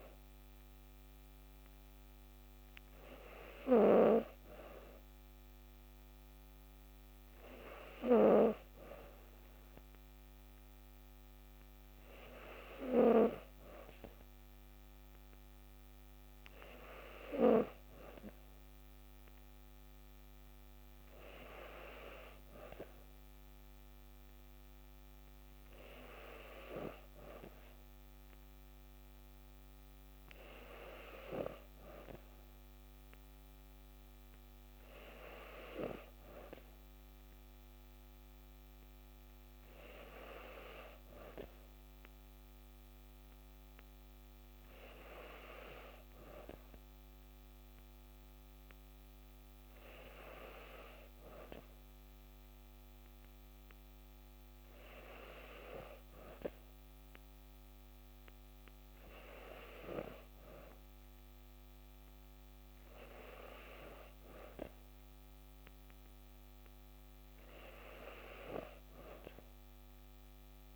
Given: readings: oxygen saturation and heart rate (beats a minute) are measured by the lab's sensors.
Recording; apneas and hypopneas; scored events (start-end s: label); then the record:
breathing in sleep by a microphone on the trachea; none
none scored
From the record:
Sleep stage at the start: N2 (light sleep); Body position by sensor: on the back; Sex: female